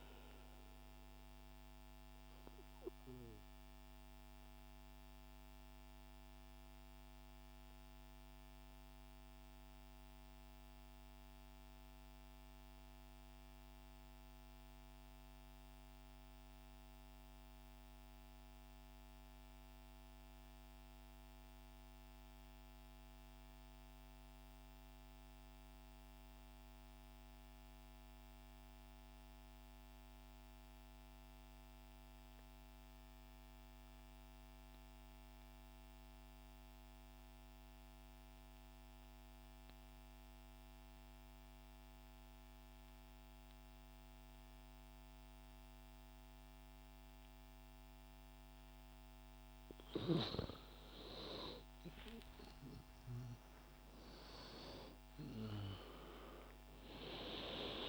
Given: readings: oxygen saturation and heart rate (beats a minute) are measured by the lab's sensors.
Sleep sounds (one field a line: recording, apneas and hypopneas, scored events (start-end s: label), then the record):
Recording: breathing in sleep by a microphone on the trachea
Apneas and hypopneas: 1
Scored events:
0.00-7.00 s: oxygen desaturation (device-marked, oxygen 90% lowest, heart rate 34 extreme)
1.00-48.50 s: mixed apnea (oxygen 97% before, 87% lowest, heart rate 72 before, 56 extreme, up 21 after)
27.00-57.89 s: oxygen desaturation (device-marked, oxygen 99% before, 87% lowest, heart rate 79 before, 56 extreme)
50.50-55.00 s: arousal
From the record:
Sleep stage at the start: N2 (light sleep)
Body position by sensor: on the right side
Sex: male